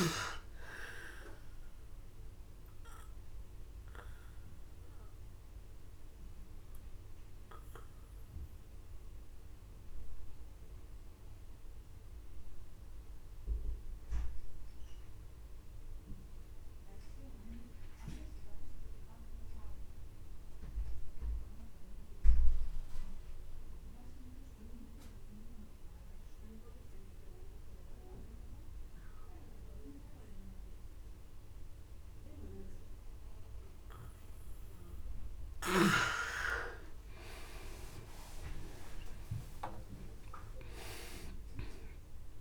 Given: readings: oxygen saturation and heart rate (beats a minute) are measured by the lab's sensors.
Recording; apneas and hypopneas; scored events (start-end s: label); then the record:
breathing in sleep by a room microphone; 1
0.00-20.50 s: oxygen desaturation (device-marked, oxygen 92% lowest)
3.50-34.50 s: obstructive apnea (oxygen 100% before, 87% lowest)
30.50-42.41 s: oxygen desaturation (device-marked, oxygen 98% before, 87% lowest, heart rate 42 before, 27 extreme)
39.00-42.41 s: arousal
From the record:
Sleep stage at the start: N2 (light sleep); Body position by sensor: on the back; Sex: male